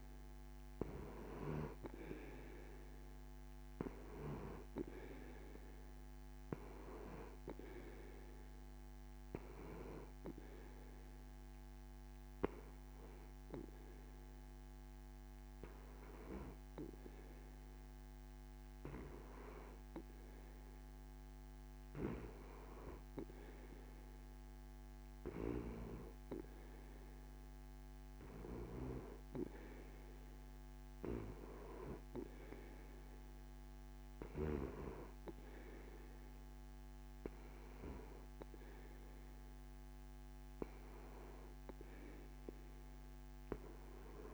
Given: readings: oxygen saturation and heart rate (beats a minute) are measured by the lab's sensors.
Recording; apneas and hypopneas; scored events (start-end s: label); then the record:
breathing in sleep by a microphone on the trachea; none
none scored
From the record:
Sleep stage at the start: N2 (light sleep); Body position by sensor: on the back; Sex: male